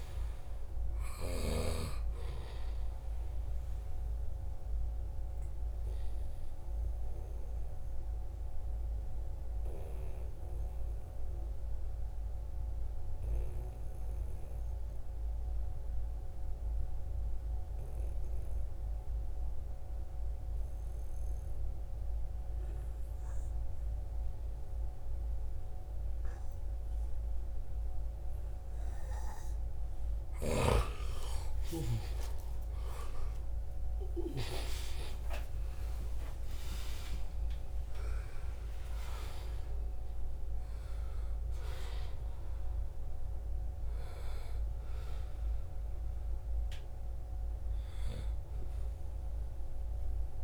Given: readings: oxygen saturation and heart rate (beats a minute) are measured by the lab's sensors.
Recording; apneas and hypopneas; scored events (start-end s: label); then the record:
breathing in sleep by a room microphone; 1
4.50-29.00 s: obstructive apnea (oxygen 96% before, 88% lowest, heart rate 74 before, 69 extreme, up 33 after)
5.00-12.00 s: oxygen desaturation (device-marked, oxygen 92% before, 88% lowest, heart rate 75 before, 69 extreme)
29.50-34.00 s: snoring (device-marked)
30.50-32.50 s: long interval between heartbeats (device-marked, heart rate 69 before, 75 extreme)
31.50-36.50 s: arousal
34.00-36.00 s: long interval between heartbeats (device-marked, heart rate 71 before, 93 extreme)
45.00-50.44 s: oxygen desaturation (device-marked, oxygen 94% before, 91% lowest, heart rate 84 before, 68 extreme)
From the record:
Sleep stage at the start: N2 (light sleep); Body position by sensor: on the right side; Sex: male